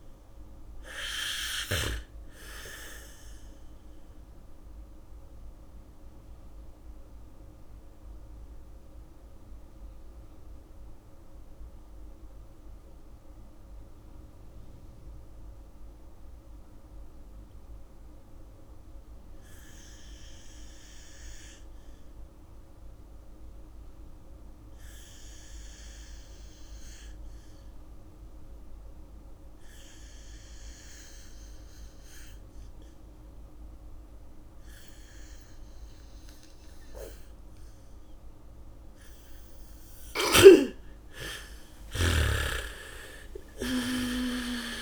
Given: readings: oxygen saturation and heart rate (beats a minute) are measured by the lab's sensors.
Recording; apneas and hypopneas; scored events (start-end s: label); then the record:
breathing in sleep by a room microphone; 1
0.00-19.50 s: oxygen desaturation (device-marked, oxygen 81% lowest, heart rate 59 extreme)
4.00-38.50 s: mixed apnea (oxygen 97% before, 80% lowest, heart rate 67 before, 45 extreme, up 2 after)
35.50-44.82 s: oxygen desaturation (device-marked, oxygen 98% before, 80% lowest, heart rate 69 before, 45 extreme)
40.50-44.82 s: arousal
40.50-44.82 s: bradycardia (device-marked, heart rate 69 before, 45 extreme)
From the record:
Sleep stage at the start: N2 (light sleep); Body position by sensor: on the back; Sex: female